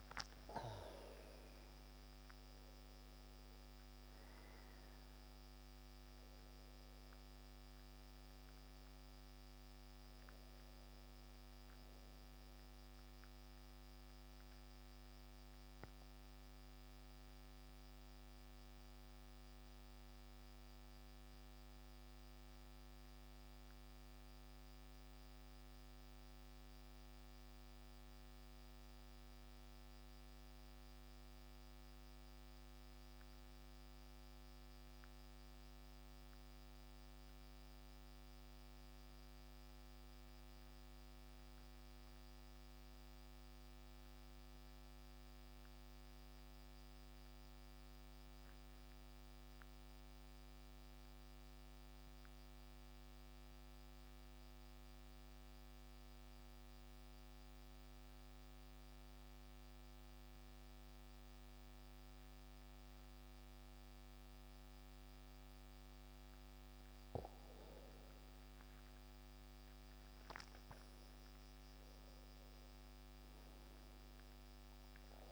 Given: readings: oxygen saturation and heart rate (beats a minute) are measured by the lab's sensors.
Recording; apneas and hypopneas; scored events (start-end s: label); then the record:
breathing in sleep, hard to hear, by a microphone on the trachea; 1
1.00-26.00 s: oxygen desaturation (device-marked, oxygen 93% before, 89% lowest, heart rate 44 before, 28 extreme)
13.00-64.50 s: obstructive apnea (oxygen 93% before, 87% lowest, heart rate 38 before, 43 extreme, up 3 after)
49.00-75.32 s: oxygen desaturation (device-marked, oxygen 97% before, 87% lowest, heart rate 44 before, 42 extreme)
67.00-72.00 s: arousal
From the record:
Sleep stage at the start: N2 (light sleep); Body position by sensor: on the back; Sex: male